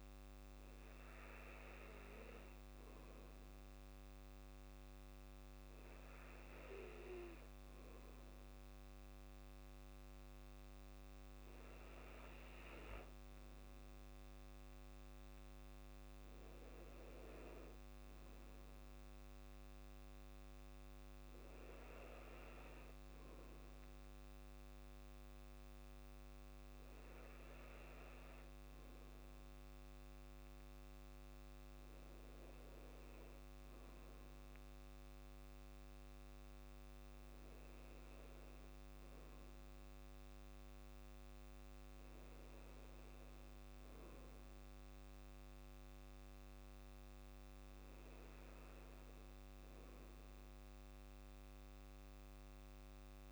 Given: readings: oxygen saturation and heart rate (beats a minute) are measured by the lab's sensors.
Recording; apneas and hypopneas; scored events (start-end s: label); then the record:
breathing in sleep, hard to hear, by a microphone on the trachea; none
none scored
From the record:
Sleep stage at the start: N2 (light sleep); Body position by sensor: on the back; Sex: male